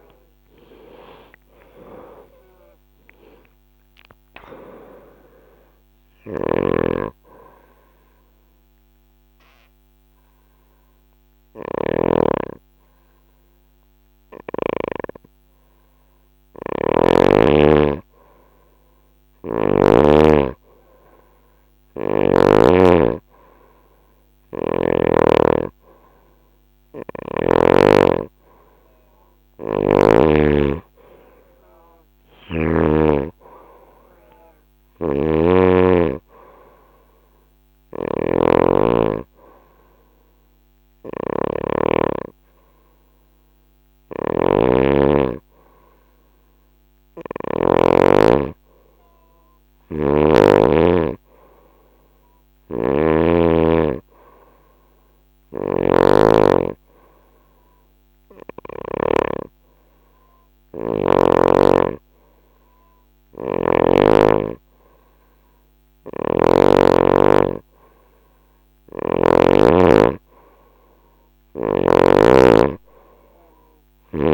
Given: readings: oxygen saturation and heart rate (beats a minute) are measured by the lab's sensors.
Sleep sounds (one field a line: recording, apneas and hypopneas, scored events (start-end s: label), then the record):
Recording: breathing in sleep by a microphone on the trachea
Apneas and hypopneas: 1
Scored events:
0.00-2.50 s: arousal
5.50-14.50 s: snoring (device-marked)
6.00-17.00 s: obstructive apnea (oxygen 96% before, 92% lowest, heart rate 71 before, 65 extreme, up 5 after)
20.00-24.50 s: arousal
34.00-47.00 s: snoring (device-marked)
49.00-58.50 s: snoring (device-marked)
68.00-71.50 s: snoring (device-marked)
From the record:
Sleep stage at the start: N2 (light sleep)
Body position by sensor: on the right side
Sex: female